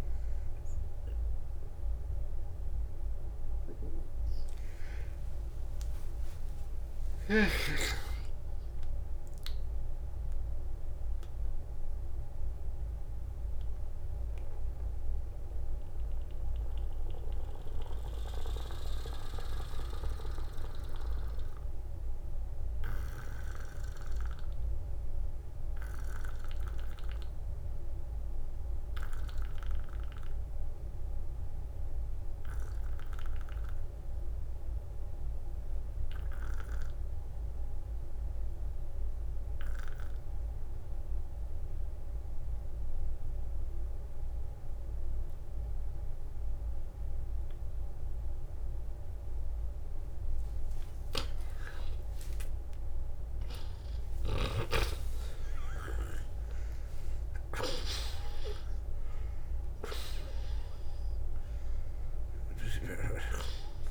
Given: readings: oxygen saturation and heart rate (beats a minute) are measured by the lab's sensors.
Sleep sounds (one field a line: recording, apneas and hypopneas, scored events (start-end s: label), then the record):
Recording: breathing in sleep by a room microphone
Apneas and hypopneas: 1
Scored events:
0.00-36.00 s: oxygen desaturation (device-marked, oxygen 81% lowest, heart rate 45 extreme)
4.00-7.50 s: arousal
9.00-49.50 s: mixed apnea (oxygen 96% before, 78% lowest, heart rate 61 before, 45 extreme, up 26 after)
27.00-29.00 s: long interval between heartbeats (device-marked, heart rate 64 before, 49 extreme)
48.00-55.00 s: oxygen desaturation (device-marked, oxygen 97% before, 93% lowest, heart rate 52 before, 48 extreme)
51.00-56.50 s: arousal
54.00-56.00 s: long interval between heartbeats (device-marked, heart rate 53 before, 67 extreme)
61.00-63.91 s: oxygen desaturation (device-marked, oxygen 94% before, 90% lowest, heart rate 59 before, 48 extreme)
From the record:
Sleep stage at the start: N2 (light sleep)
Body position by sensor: on the back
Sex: male